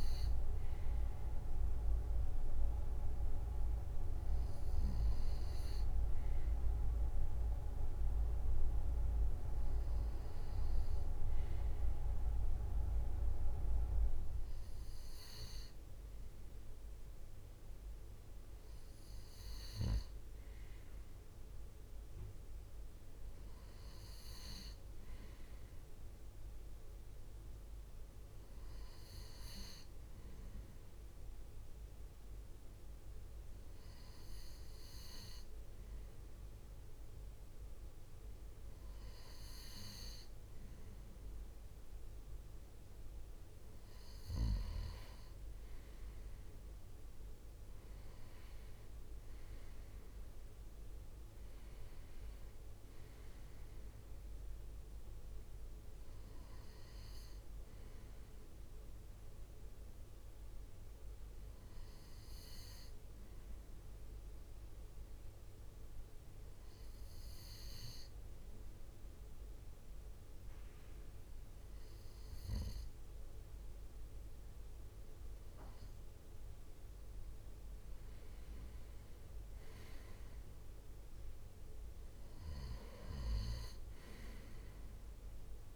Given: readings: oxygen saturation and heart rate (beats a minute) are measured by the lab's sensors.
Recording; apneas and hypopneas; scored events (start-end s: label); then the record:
breathing in sleep by a room microphone; 1
48.50-53.00 s: arousal
62.00-75.50 s: hypopnea (oxygen 97% before, 95% lowest, heart rate 61 before, 60 extreme, up 3 after)
78.50-83.00 s: arousal
From the record:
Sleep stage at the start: N2 (light sleep); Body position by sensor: on the right side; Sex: male